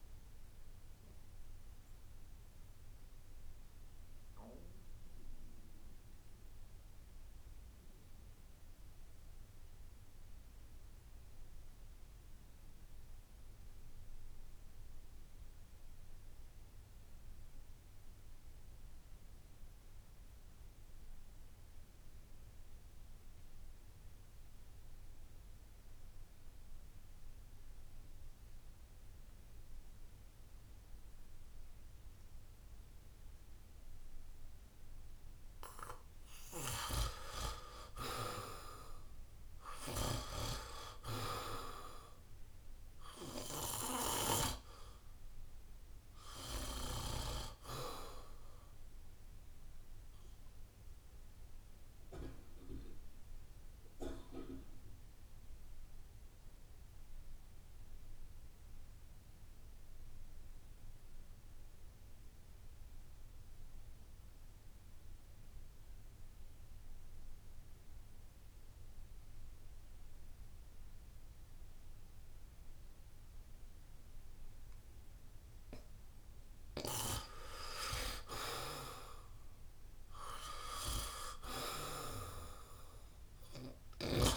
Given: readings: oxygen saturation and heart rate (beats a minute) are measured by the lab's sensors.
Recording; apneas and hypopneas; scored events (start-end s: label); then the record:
breathing in sleep by a room microphone; 2
0.00-7.50 s: oxygen desaturation (device-marked, oxygen 80% lowest, heart rate 64 extreme)
2.00-35.50 s: obstructive apnea (oxygen 91% before, 78% lowest, heart rate 70 before, 64 extreme, up 8 after)
25.50-60.50 s: oxygen desaturation (device-marked, oxygen 97% before, 78% lowest, heart rate 67 before, 64 extreme)
38.00-42.00 s: arousal
51.00-75.50 s: obstructive apnea (oxygen 95% before, 78% lowest, heart rate 71 before, 64 extreme, up 7 after)
75.50-84.37 s: oxygen desaturation (device-marked, oxygen 96% before, 81% lowest, heart rate 67 before, 66 extreme)
78.50-82.00 s: arousal
From the record:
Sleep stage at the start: N2 (light sleep); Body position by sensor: on the back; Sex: male